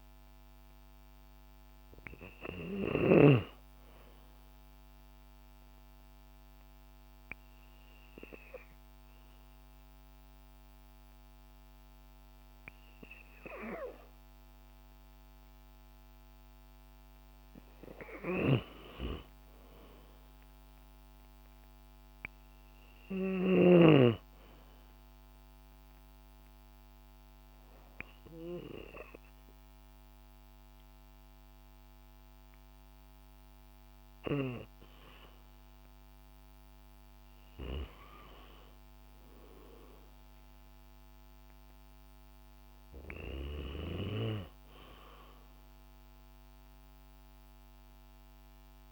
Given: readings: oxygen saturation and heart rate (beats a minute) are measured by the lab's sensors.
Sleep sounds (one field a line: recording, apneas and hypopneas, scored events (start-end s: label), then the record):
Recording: breathing in sleep by a microphone on the trachea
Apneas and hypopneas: 1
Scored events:
0.00-10.00 s: oxygen desaturation (device-marked, oxygen 93% lowest, heart rate 79 extreme)
5.50-17.00 s: obstructive apnea (oxygen 96% before, 93% lowest, heart rate 131 before, 49 extreme, up 20 after)
17.50-23.00 s: snoring (device-marked)
19.00-22.00 s: arousal
From the record:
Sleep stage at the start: N2 (light sleep)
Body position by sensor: on the back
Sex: female